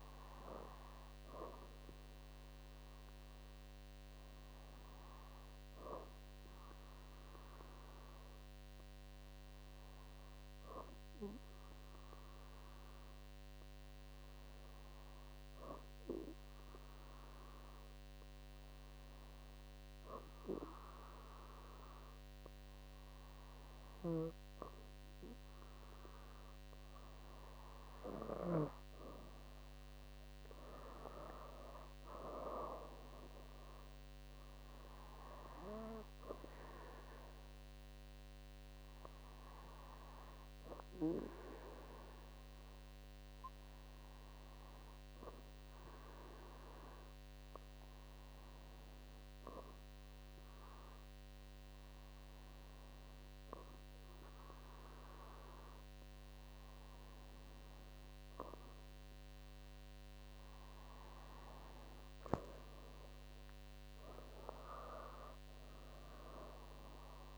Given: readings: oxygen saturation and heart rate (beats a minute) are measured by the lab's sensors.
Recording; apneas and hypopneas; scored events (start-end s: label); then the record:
breathing in sleep by a microphone on the trachea; 2
7.50-24.50 s: hypopnea (oxygen 99% before, 96% lowest, heart rate 69 before, 63 extreme, up 3 after)
30.50-34.00 s: arousal
44.00-57.00 s: hypopnea (oxygen 99% before, 96% lowest, heart rate 68 before, 59 extreme, up 4 after)
60.50-64.50 s: arousal
From the record:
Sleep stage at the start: N2 (light sleep); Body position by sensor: on the back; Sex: female